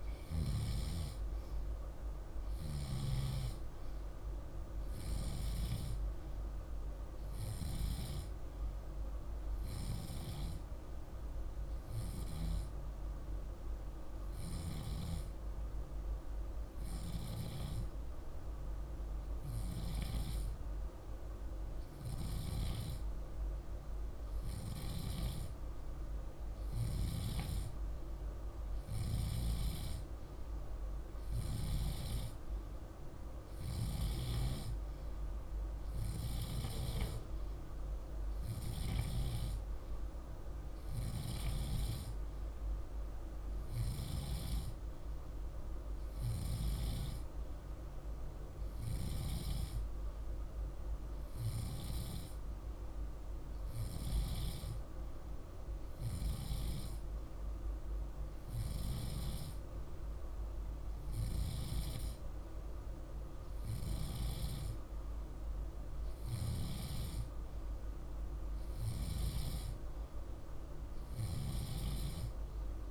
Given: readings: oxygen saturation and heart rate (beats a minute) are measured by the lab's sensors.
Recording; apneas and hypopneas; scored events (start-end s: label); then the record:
breathing in sleep, hard to hear, by a room microphone; 1
9.50-25.00 s: hypopnea (oxygen 97% before, 95% lowest, heart rate 49 before, 47 extreme, up 1 after)
25.00-28.50 s: arousal
From the record:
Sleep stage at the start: N2 (light sleep); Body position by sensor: on the left side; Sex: male